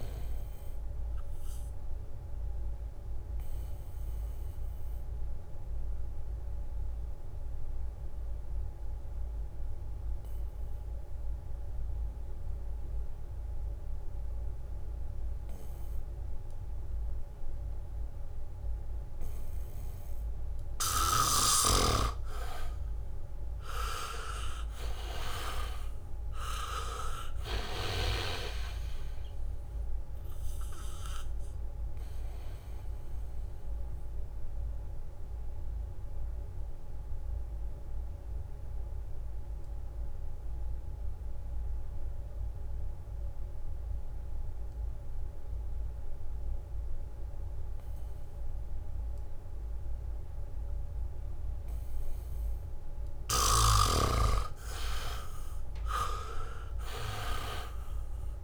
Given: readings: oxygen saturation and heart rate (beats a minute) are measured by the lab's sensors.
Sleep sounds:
breathing in sleep by a room microphone; 2
0.00-18.00 s: oxygen desaturation (device-marked, oxygen 80% lowest, heart rate 68 extreme)
2.00-20.50 s: obstructive apnea (oxygen 99% before, 80% lowest, heart rate 72 before, 68 extreme, up 2 after)
16.50-20.00 s: leg movement (device-marked)
20.00-46.00 s: oxygen desaturation (device-marked, oxygen 99% before, 82% lowest, heart rate 73 before, 69 extreme)
21.00-25.50 s: leg movement (device-marked)
23.00-27.00 s: arousal
26.00-29.50 s: leg movement (device-marked)
31.50-53.50 s: obstructive apnea (oxygen 99% before, 80% lowest, heart rate 72 before, 69 extreme, up 4 after)
50.00-52.50 s: leg movement (device-marked)
52.00-58.44 s: oxygen desaturation (device-marked, oxygen 98% before, 81% lowest, heart rate 73 before, 69 extreme)
56.00-58.44 s: arousal
From the record:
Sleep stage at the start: N2 (light sleep); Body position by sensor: on the back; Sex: male

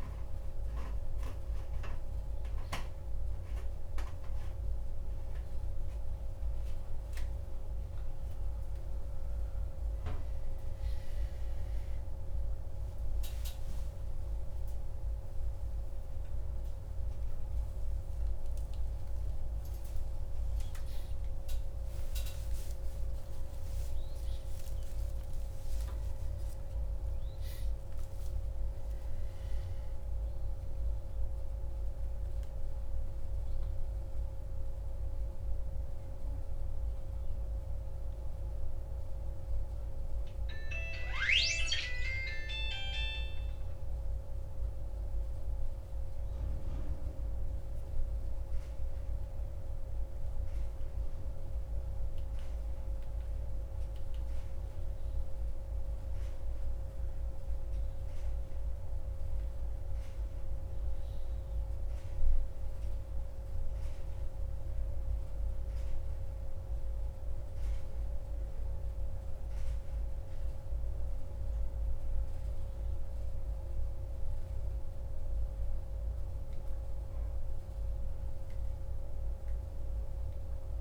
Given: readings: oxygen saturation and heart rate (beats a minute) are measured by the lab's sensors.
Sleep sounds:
a person awake in a sleep study, hard to hear, by a room microphone; none
none scored
From the record:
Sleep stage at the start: awake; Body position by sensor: on the right side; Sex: male

